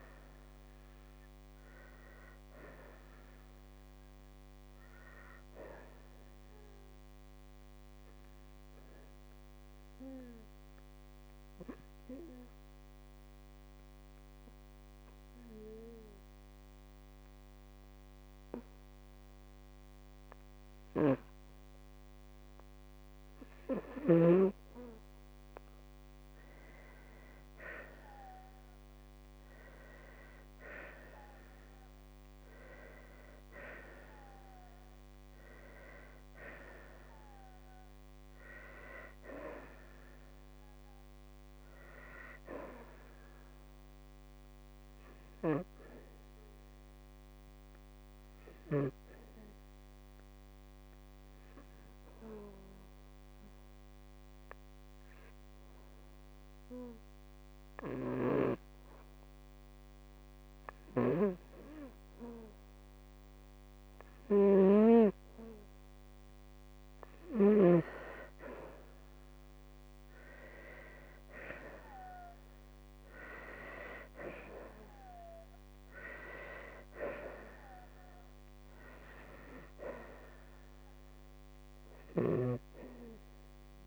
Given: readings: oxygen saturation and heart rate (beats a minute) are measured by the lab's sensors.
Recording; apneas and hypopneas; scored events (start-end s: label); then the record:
breathing in sleep by a microphone on the trachea; 2
9.00-22.00 s: obstructive apnea (oxygen 98% before, 93% lowest, heart rate 54 before, 44 extreme, up 14 after)
10.00-12.00 s: long interval between heartbeats (device-marked, heart rate 55 before, 52 extreme)
27.50-31.50 s: arousal
48.00-61.00 s: obstructive apnea (oxygen 98% before, 93% lowest, heart rate 57 before, 54 extreme, up 2 after)
56.50-66.50 s: oxygen desaturation (device-marked, oxygen 98% before, 93% lowest, heart rate 55 before, 55 extreme)
65.00-67.50 s: arousal
From the record:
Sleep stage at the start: N2 (light sleep); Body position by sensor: on the right side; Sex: female